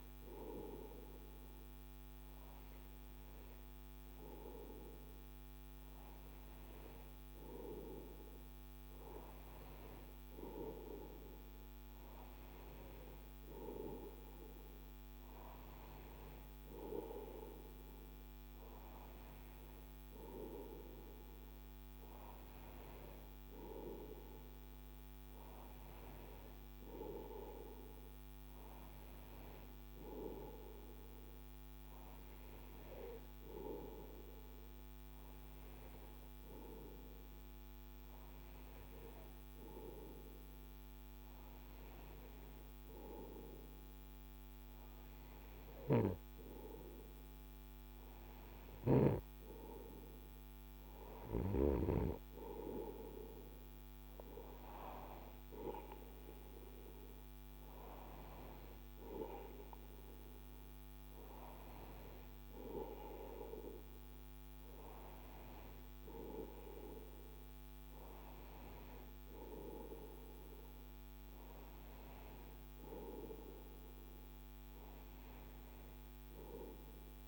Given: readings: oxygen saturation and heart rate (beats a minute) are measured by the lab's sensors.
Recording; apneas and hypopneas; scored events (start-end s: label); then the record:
breathing in sleep by a microphone on the trachea; none
none scored
From the record:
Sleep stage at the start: N2 (light sleep); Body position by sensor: on the right side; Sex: male